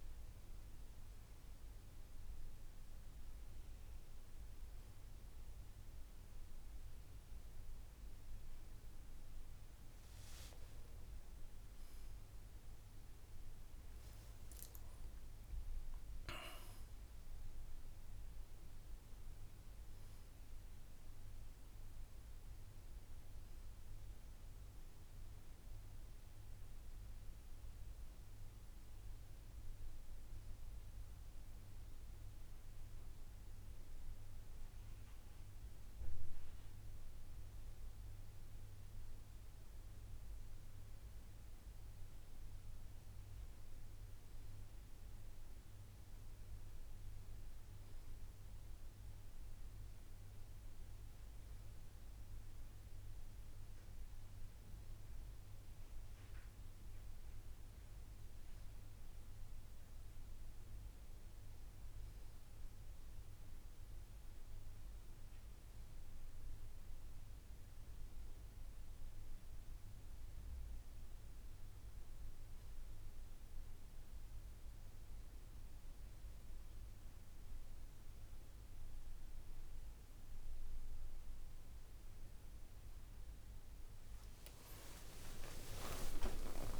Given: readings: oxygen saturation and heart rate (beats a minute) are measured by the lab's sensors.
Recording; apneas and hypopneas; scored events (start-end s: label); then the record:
breathing in sleep, hard to hear, by a room microphone; none
10.50-14.50 s: arousal
From the record:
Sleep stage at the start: N2 (light sleep); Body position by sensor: on the back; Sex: male